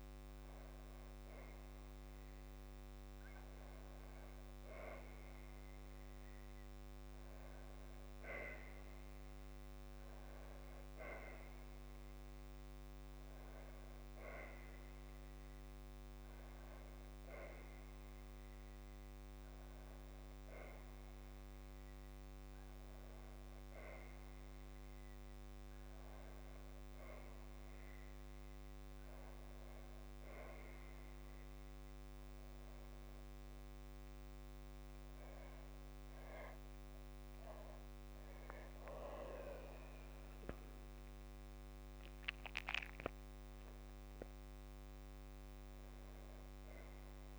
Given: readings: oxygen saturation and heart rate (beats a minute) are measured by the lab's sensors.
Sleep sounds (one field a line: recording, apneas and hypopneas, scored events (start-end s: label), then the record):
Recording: a person awake in a sleep study, by a microphone on the trachea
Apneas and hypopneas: none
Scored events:
none scored
From the record:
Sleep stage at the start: awake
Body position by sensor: on the back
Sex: female